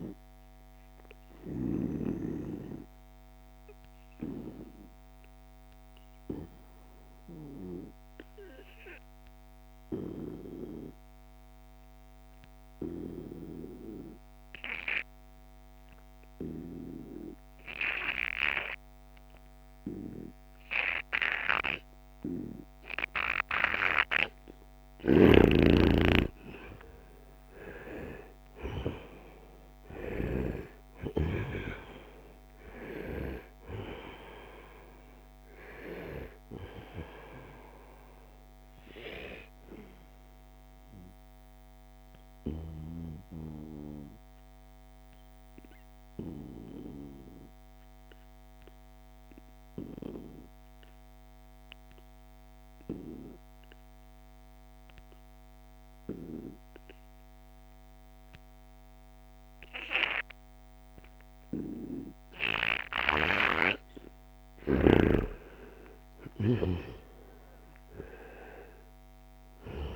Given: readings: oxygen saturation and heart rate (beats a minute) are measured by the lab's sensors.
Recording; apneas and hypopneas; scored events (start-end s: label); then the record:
breathing in sleep by a microphone on the trachea; 2
0.00-1.50 s: snoring (device-marked)
0.00-9.00 s: oxygen desaturation (device-marked, oxygen 91% lowest, heart rate 71 extreme)
1.00-23.00 s: obstructive apnea (oxygen 97% before, 89% lowest, heart rate 80 before, 71 extreme, up 5 after)
22.00-45.00 s: oxygen desaturation (device-marked, oxygen 95% before, 89% lowest, heart rate 77 before, 71 extreme)
24.00-29.50 s: snoring (device-marked)
24.50-29.50 s: arousal
41.00-63.00 s: obstructive apnea (oxygen 96% before, 89% lowest, heart rate 78 before, 71 extreme, up 4 after)
64.00-69.96 s: oxygen desaturation (device-marked, oxygen 97% before, 91% lowest, heart rate 74 before, 72 extreme)
64.50-69.00 s: arousal
From the record:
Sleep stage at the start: N2 (light sleep); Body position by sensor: on the right side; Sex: male